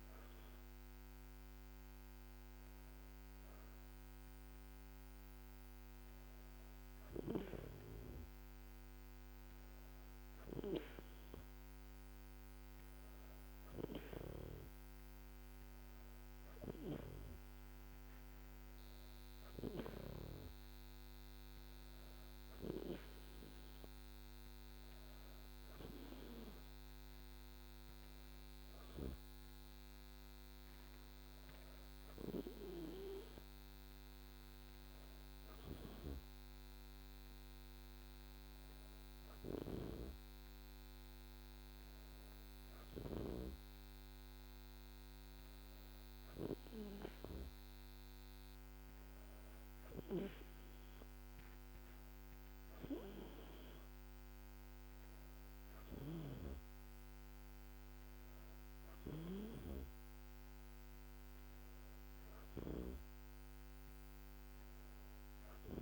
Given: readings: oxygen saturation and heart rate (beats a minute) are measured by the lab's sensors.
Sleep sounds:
breathing in sleep by a microphone on the trachea; none
none scored
From the record:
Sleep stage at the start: N2 (light sleep); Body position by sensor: on the back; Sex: female

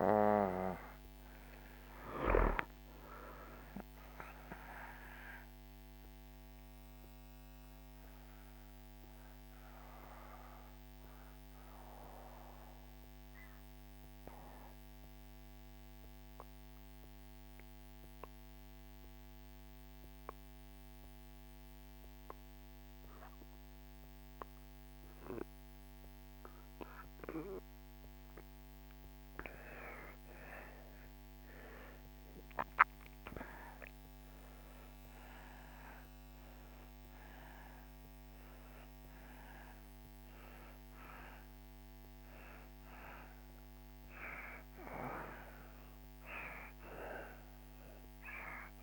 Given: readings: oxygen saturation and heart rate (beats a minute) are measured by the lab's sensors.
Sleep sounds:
breathing in sleep by a microphone on the trachea; 1
4.50-9.00 s: arousal
11.50-27.50 s: obstructive apnea (oxygen 92% before, 79% lowest)
29.50-34.00 s: arousal
36.00-48.82 s: oxygen desaturation (device-marked, oxygen 95% before, 79% lowest)
From the record:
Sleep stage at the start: N2 (light sleep); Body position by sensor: on the back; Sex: male

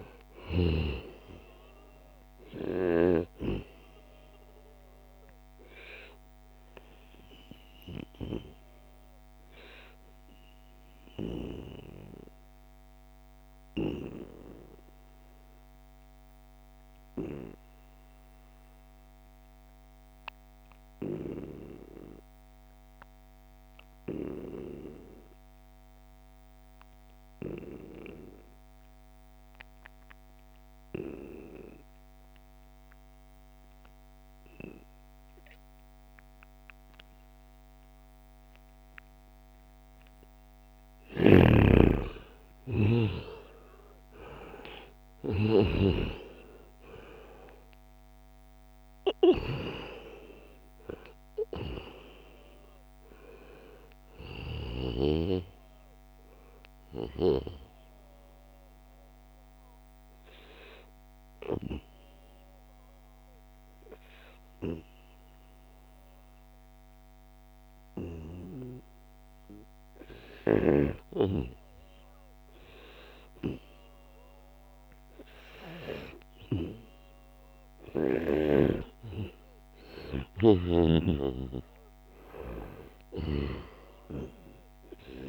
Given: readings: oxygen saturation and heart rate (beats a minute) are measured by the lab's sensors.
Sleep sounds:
breathing in sleep by a microphone on the trachea; 2
0.00-14.00 s: oxygen desaturation (device-marked, oxygen 89% lowest, heart rate 64 extreme)
3.00-39.00 s: obstructive apnea (oxygen 97% before, 87% lowest, heart rate 72 before, 64 extreme, up 9 after)
32.00-65.00 s: oxygen desaturation (device-marked, oxygen 97% before, 87% lowest, heart rate 71 before, 64 extreme)
40.50-45.50 s: snoring (device-marked)
41.00-45.50 s: arousal
56.50-75.50 s: obstructive apnea (oxygen 96% before, 87% lowest, heart rate 74 before, 73 extreme, up 6 after)
77.50-82.00 s: arousal
78.50-80.50 s: long interval between heartbeats (device-marked, heart rate 76 before, 77 extreme)
From the record:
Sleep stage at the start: N2 (light sleep); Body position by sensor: on the right side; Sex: male

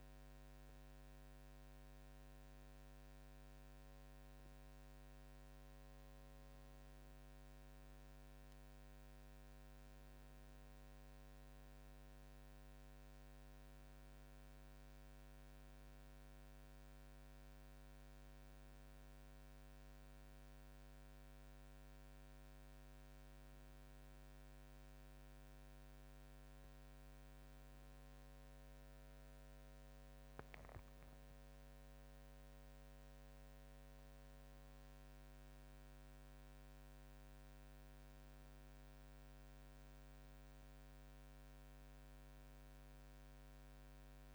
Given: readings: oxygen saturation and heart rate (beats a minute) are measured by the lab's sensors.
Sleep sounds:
breathing in sleep, hard to hear, by a microphone on the trachea; none
10.50-15.00 s: arousal
From the record:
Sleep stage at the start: N1 (lightest sleep); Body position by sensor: on the back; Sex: female

